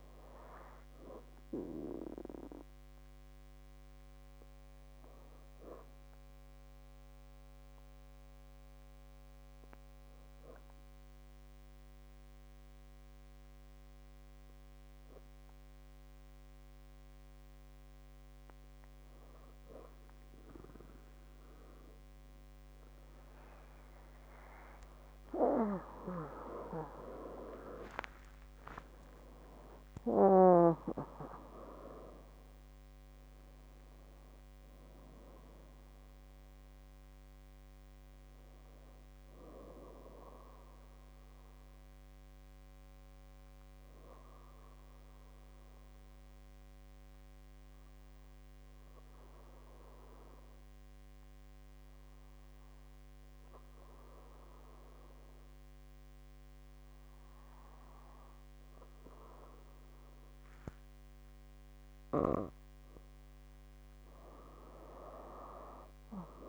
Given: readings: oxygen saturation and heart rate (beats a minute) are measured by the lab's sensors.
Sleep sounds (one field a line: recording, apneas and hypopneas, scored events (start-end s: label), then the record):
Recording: breathing in sleep by a microphone on the trachea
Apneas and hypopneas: 2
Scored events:
0.00-9.50 s: oxygen desaturation (device-marked, oxygen 93% lowest, heart rate 63 extreme)
5.00-19.50 s: hypopnea (oxygen 97% before, 93% lowest, heart rate 73 before, 63 extreme, up 22 after)
26.00-31.50 s: arousal
44.00-62.00 s: obstructive apnea (oxygen 98% before, 95% lowest, heart rate 81 before, 59 extreme, up 6 after)
64.00-66.48 s: arousal
From the record:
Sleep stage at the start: N2 (light sleep)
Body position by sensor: on the back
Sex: female